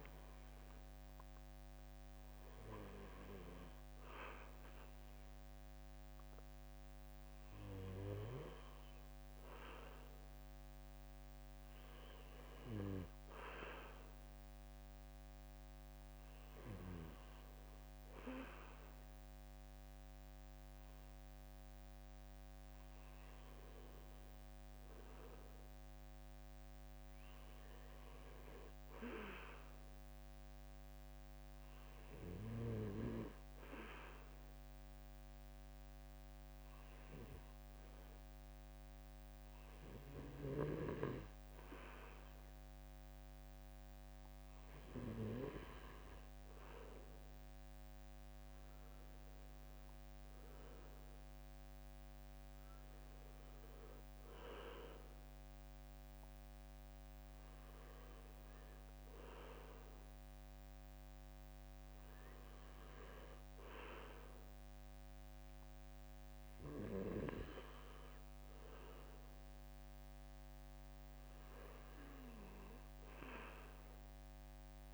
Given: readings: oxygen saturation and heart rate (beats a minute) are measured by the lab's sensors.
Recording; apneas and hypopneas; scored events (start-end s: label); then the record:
breathing in sleep by a microphone on the trachea; none
47.50-52.00 s: arousal
From the record:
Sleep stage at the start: N2 (light sleep); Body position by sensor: on the right side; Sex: male